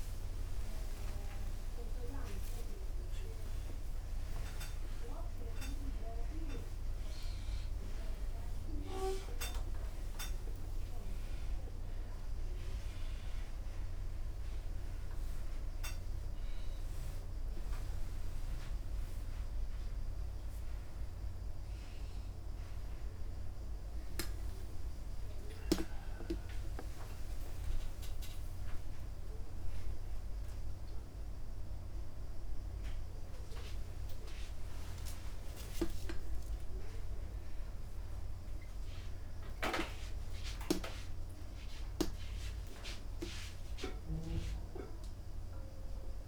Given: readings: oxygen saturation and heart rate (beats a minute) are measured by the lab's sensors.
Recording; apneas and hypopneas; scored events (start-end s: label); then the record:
a person awake in a sleep study, by a room microphone; none
none scored
From the record:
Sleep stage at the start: awake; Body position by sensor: upright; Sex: male